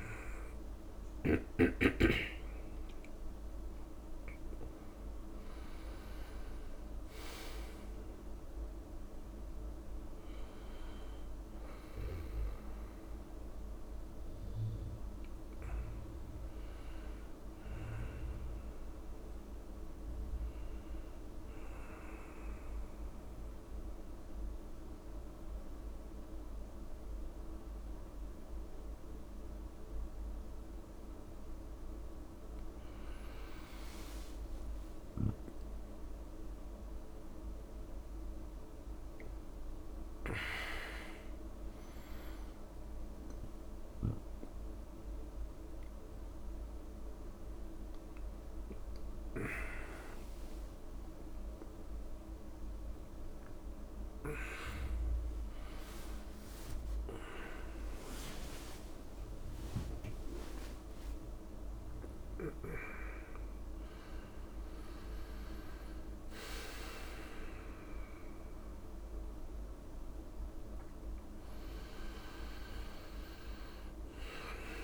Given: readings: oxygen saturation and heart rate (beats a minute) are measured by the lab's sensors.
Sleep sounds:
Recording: a person partly awake in a sleep study, by a room microphone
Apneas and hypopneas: 1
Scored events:
0.50-2.50 s: long interval between heartbeats (device-marked, heart rate 85 before, 76 extreme)
19.00-74.84 s: new sleep stage, N1 (lightest sleep)
22.00-32.50 s: central apnea (oxygen 99% before, 94% lowest, heart rate 76 before, 71 extreme, up 4 after)
34.00-38.50 s: arousal
58.50-60.50 s: long interval between heartbeats (device-marked, heart rate 79 before, 85 extreme)
60.50-62.50 s: long interval between heartbeats (device-marked, heart rate 80 before, 83 extreme)
72.00-74.00 s: long interval between heartbeats (device-marked, heart rate 84 before, 93 extreme)
From the record:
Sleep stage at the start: awake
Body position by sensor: on the back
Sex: male

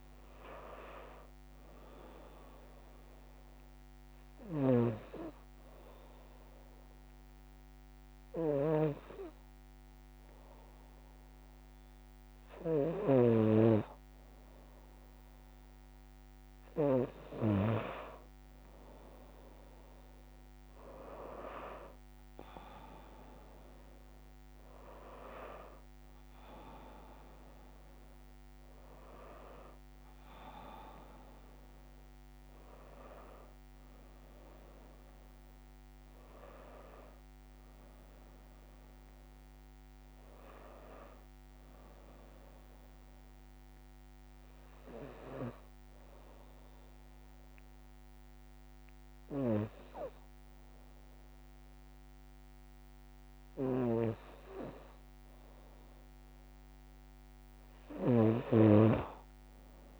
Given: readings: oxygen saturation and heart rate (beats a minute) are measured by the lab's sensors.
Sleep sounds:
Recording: breathing in sleep by a microphone on the trachea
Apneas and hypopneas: 2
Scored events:
0.00-9.00 s: oxygen desaturation (device-marked, oxygen 92% lowest, heart rate 60 extreme)
4.00-14.00 s: obstructive apnea (oxygen 96% before, 92% lowest, heart rate 61 before, 60 extreme, up 2 after)
17.50-21.50 s: arousal
22.00-45.00 s: oxygen desaturation (device-marked, oxygen 96% before, 92% lowest, heart rate 61 before, 59 extreme)
42.50-53.50 s: obstructive apnea (oxygen 96% before, 92% lowest, heart rate 62 before, 59 extreme, up 2 after)
57.50-60.00 s: arousal
From the record:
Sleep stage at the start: N2 (light sleep)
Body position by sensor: on the left side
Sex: female

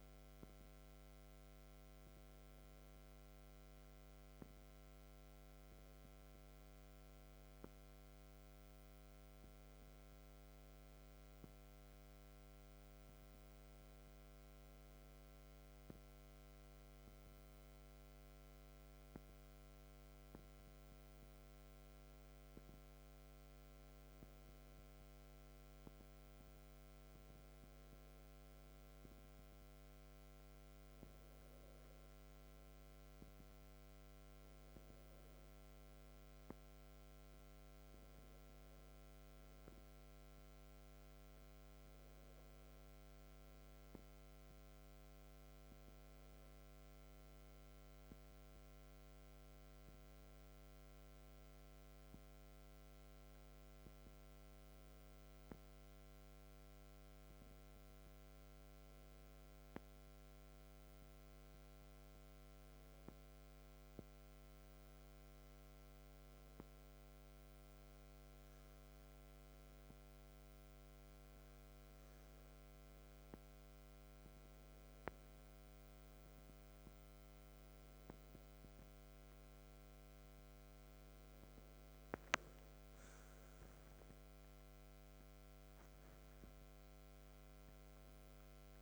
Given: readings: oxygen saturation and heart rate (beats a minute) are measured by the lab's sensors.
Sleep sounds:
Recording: breathing in sleep, hard to hear, by a microphone on the trachea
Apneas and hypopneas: 1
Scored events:
21.00-25.00 s: arousal
49.00-72.50 s: hypopnea (oxygen 97% before, 94% lowest, heart rate 60 before, 59 extreme, up 8 after)
75.50-80.00 s: arousal
From the record:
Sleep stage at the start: N2 (light sleep)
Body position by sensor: on the back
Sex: male

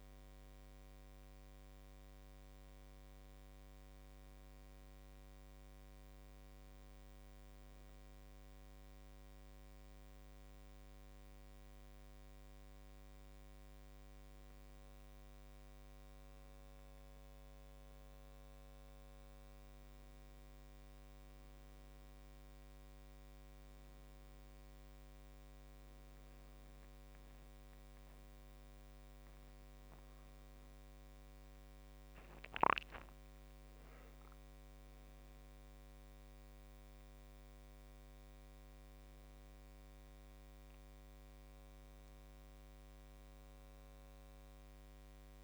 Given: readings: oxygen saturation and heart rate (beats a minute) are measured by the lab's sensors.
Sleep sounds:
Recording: a person awake in a sleep study, hard to hear, by a microphone on the trachea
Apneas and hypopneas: none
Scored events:
none scored
From the record:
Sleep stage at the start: awake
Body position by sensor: on the back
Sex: male

